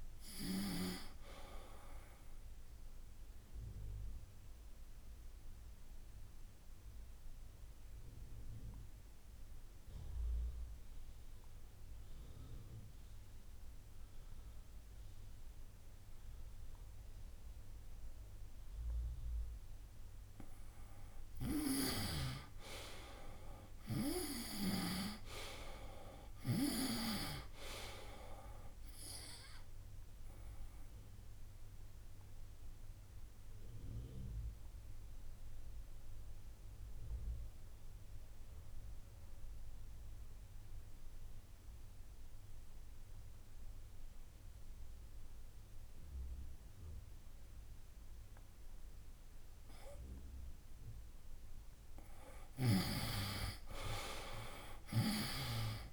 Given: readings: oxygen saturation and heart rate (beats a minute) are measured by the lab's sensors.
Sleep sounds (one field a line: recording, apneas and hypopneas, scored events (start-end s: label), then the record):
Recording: breathing in sleep by a room microphone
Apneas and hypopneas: 2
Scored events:
0.00-1.00 s: snoring (device-marked)
0.00-17.00 s: oxygen desaturation (device-marked, oxygen 86% lowest, heart rate 64 extreme)
4.00-21.00 s: obstructive apnea (oxygen 97% before, 82% lowest, heart rate 69 before, 64 extreme, up 6 after)
21.50-25.00 s: snoring (device-marked)
23.00-26.50 s: arousal
29.00-46.00 s: oxygen desaturation (device-marked, oxygen 98% before, 87% lowest, heart rate 66 before, 64 extreme)
31.50-50.00 s: obstructive apnea (oxygen 98% before, 82% lowest, heart rate 66 before, 64 extreme, up 8 after)
53.00-55.93 s: arousal
From the record:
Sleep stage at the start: N2 (light sleep)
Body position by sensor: on the right side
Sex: male